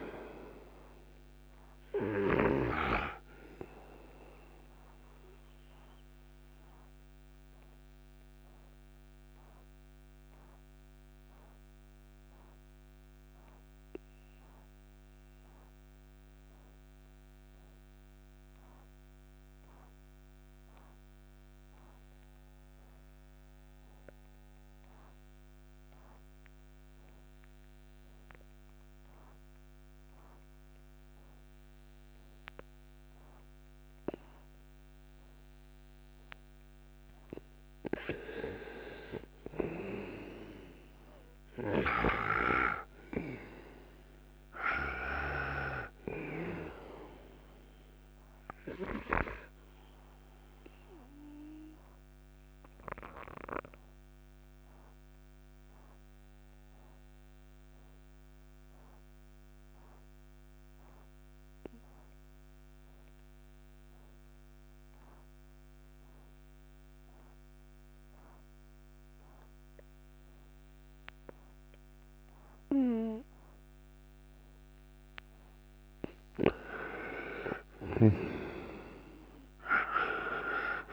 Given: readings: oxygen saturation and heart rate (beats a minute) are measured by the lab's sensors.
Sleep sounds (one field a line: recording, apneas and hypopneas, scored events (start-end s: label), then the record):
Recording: breathing in sleep by a microphone on the trachea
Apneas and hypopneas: 2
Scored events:
0.00-24.00 s: oxygen desaturation (device-marked, oxygen 81% lowest, heart rate 57 extreme)
5.50-38.50 s: obstructive apnea (oxygen 97% before, 81% lowest, heart rate 70 before, 57 extreme, up 9 after)
36.00-69.00 s: oxygen desaturation (device-marked, oxygen 99% before, 86% lowest, heart rate 58 before, 57 extreme)
40.00-44.00 s: arousal
41.50-45.50 s: snoring (device-marked)
49.00-75.00 s: obstructive apnea (oxygen 99% before, 86% lowest, heart rate 62 before, 57 extreme)
76.50-80.00 s: arousal
From the record:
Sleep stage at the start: N2 (light sleep)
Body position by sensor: on the right side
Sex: male